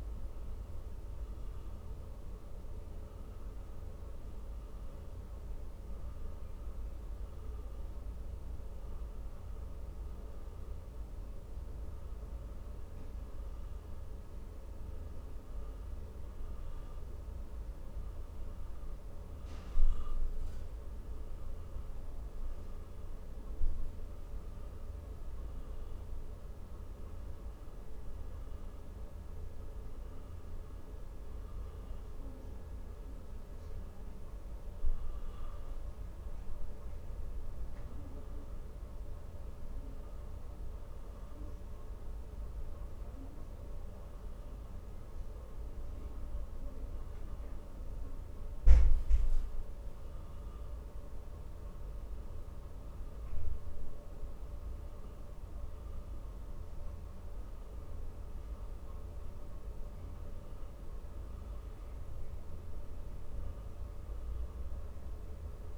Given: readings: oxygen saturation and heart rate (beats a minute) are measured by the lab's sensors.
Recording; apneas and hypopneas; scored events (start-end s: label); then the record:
breathing in sleep, hard to hear, by a room microphone; none
none scored
From the record:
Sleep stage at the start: N1 (lightest sleep); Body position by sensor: on the back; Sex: male